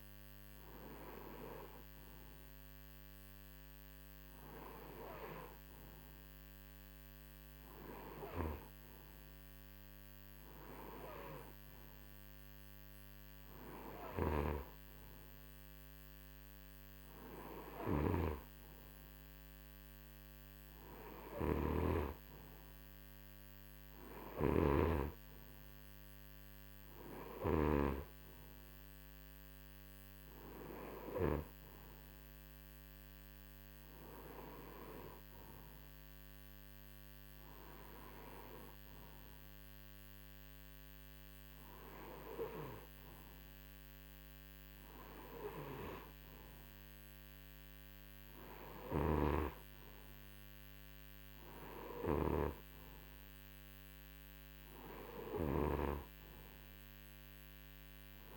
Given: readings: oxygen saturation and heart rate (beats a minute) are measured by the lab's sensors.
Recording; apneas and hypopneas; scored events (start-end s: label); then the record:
breathing in sleep by a microphone on the trachea; none
17.50-27.50 s: snoring (device-marked)
55.00-58.37 s: snoring (device-marked)
From the record:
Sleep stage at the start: N2 (light sleep); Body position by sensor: on the right side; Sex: male